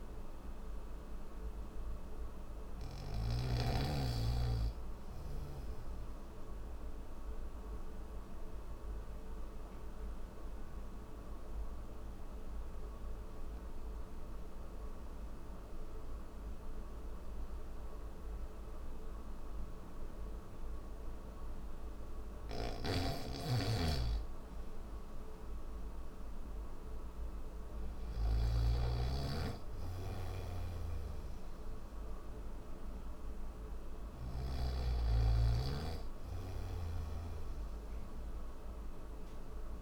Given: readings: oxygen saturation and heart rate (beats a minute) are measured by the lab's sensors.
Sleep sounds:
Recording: breathing in sleep by a room microphone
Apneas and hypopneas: none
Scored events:
22.00-28.00 s: snoring (device-marked)
30.00-34.00 s: snoring (device-marked)
30.50-39.82 s: oxygen desaturation (device-marked, oxygen 99% before, 95% lowest, heart rate 67 before, 65 extreme)
36.00-39.82 s: snoring (device-marked)
From the record:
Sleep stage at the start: N1 (lightest sleep)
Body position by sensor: on the back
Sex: male

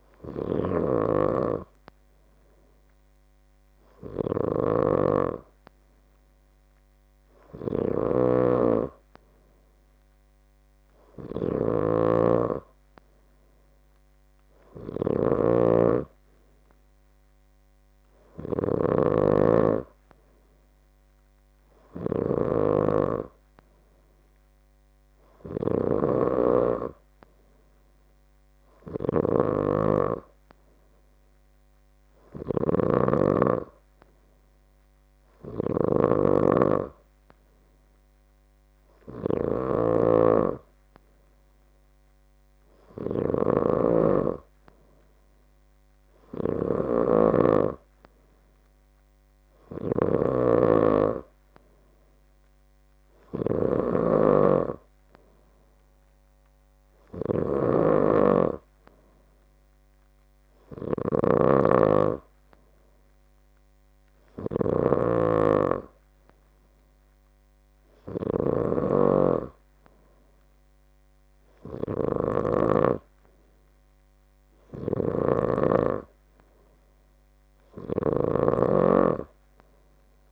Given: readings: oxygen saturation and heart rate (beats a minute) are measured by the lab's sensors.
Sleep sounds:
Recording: breathing in sleep by a microphone on the trachea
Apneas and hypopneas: none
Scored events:
none scored
From the record:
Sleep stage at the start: N3 (deep sleep)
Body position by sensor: on the left side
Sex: male

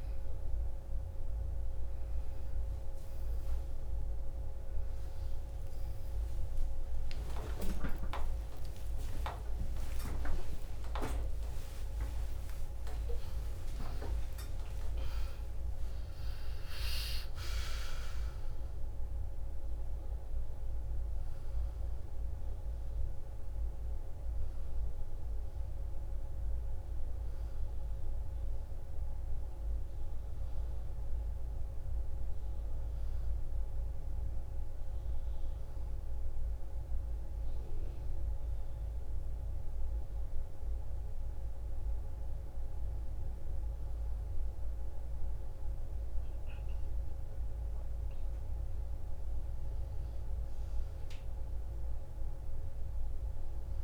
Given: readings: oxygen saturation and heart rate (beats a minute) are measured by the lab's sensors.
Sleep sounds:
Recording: breathing in sleep by a room microphone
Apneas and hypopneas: none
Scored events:
5.50-12.50 s: arousal
10.00-53.83 s: new sleep stage, N1 (lightest sleep)
15.00-30.00 s: oxygen desaturation (device-marked, oxygen 96% before, 93% lowest, heart rate 100 before, 62 extreme)
47.00-50.50 s: arousal
From the record:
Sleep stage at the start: N2 (light sleep)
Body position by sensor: on the back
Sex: female

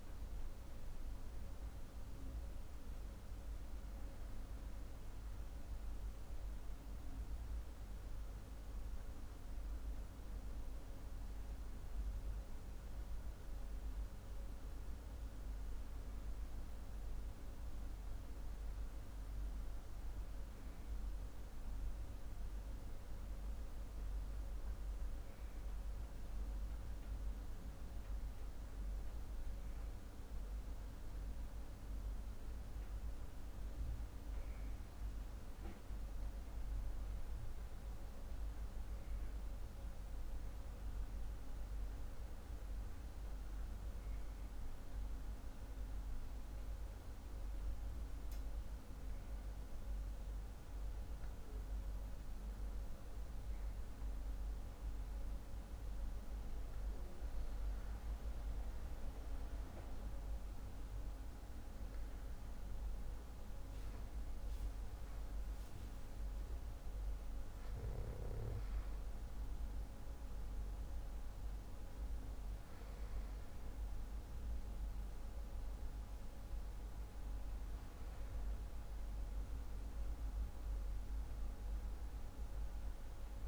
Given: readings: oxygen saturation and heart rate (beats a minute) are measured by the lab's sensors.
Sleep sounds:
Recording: breathing in sleep, hard to hear, by a room microphone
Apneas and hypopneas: 1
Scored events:
43.00-56.50 s: hypopnea (oxygen 96% before, 95% lowest, heart rate 44 before, 45 extreme, up 1 after)
53.50-83.48 s: new sleep stage, REM sleep
59.00-63.00 s: arousal
From the record:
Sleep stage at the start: N2 (light sleep)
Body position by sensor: on the back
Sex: male

